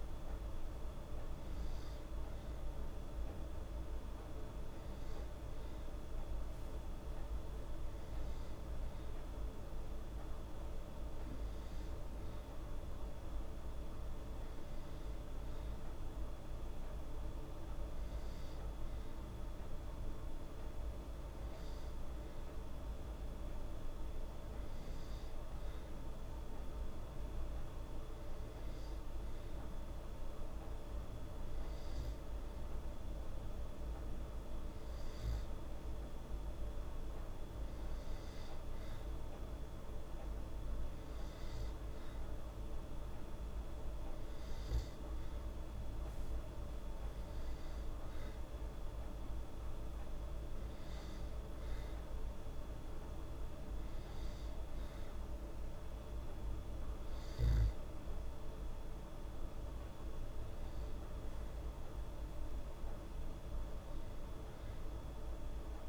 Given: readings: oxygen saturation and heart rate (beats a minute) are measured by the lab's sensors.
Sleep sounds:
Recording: breathing in sleep, hard to hear, by a room microphone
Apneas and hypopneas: none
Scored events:
none scored
From the record:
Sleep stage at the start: N2 (light sleep)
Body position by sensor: on the back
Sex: female

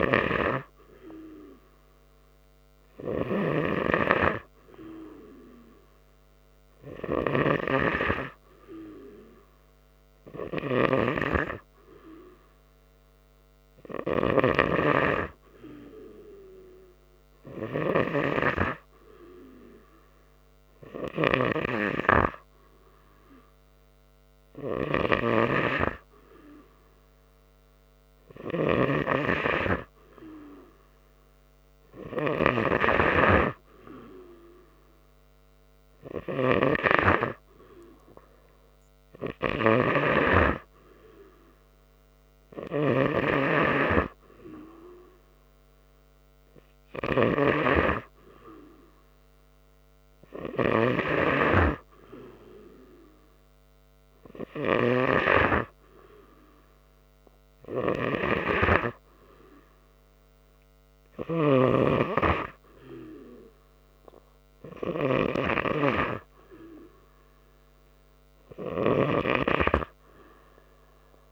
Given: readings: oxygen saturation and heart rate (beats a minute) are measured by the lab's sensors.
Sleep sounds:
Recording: breathing in sleep by a microphone on the trachea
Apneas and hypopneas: none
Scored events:
none scored
From the record:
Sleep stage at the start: N3 (deep sleep)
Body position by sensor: on the right side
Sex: male

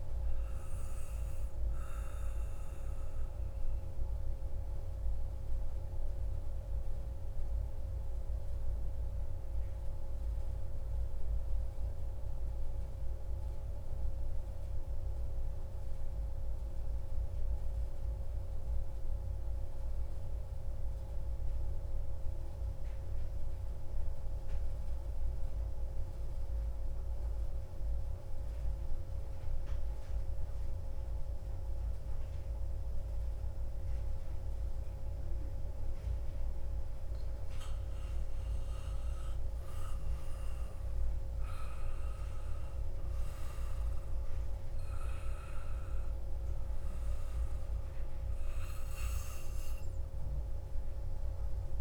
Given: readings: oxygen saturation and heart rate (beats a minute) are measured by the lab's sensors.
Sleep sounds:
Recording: breathing in sleep, hard to hear, by a room microphone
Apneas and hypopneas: 1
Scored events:
0.00-4.50 s: oxygen desaturation (device-marked, oxygen 89% lowest)
1.00-36.00 s: central apnea (oxygen 94% before, 91% lowest)
37.50-41.50 s: arousal
40.50-51.81 s: oxygen desaturation (device-marked, oxygen 97% before, 92% lowest)
From the record:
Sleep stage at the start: N2 (light sleep)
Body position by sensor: on the back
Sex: male

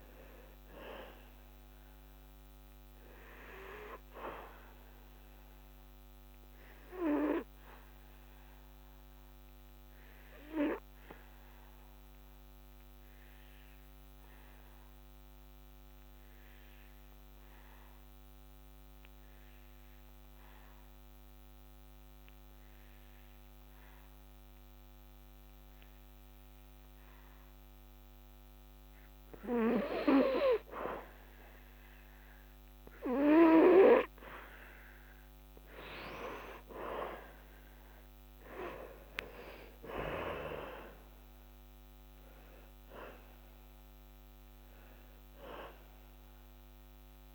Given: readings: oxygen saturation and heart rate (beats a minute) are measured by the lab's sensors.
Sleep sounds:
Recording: breathing in sleep by a microphone on the trachea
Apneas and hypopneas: 1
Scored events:
0.00-16.00 s: oxygen desaturation (device-marked, oxygen 97% before, 85% lowest, heart rate 74 before, 68 extreme)
6.00-29.50 s: obstructive apnea (oxygen 97% before, 84% lowest, heart rate 83 before, 68 extreme, up 7 after)
31.50-36.50 s: arousal
33.00-47.35 s: oxygen desaturation (device-marked, oxygen 97% before, 84% lowest, heart rate 72 before, 61 extreme)
From the record:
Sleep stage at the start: N2 (light sleep)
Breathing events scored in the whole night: 401 in 5.4 hours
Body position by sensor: on the back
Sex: male

